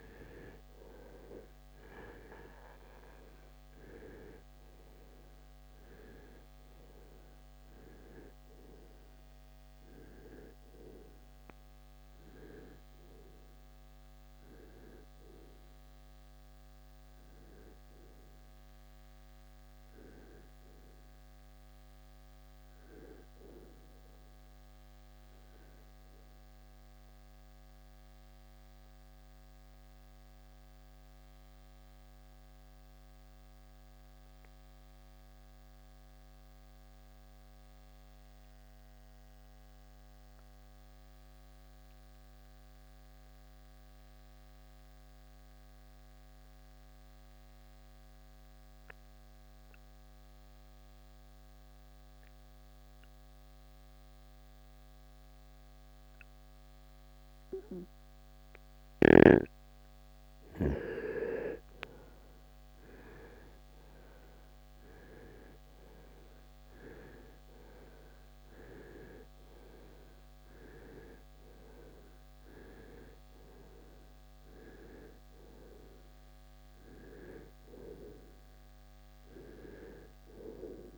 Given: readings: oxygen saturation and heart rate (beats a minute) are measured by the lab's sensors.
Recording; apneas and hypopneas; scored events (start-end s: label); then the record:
breathing in sleep by a microphone on the trachea; 1
0.00-38.50 s: oxygen desaturation (device-marked, oxygen 80% lowest, heart rate 49 extreme)
27.00-59.50 s: obstructive apnea (oxygen 95% before, 79% lowest, heart rate 75 before, 49 extreme, up 20 after)
31.50-61.50 s: new sleep stage, N2 (light sleep)
60.50-80.98 s: oxygen desaturation (device-marked, oxygen 97% before, 79% lowest, heart rate 57 before, 46 extreme)
61.50-65.00 s: arousal
61.50-80.98 s: new sleep stage, N1 (lightest sleep)
From the record:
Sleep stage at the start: REM sleep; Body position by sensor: on the right side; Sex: male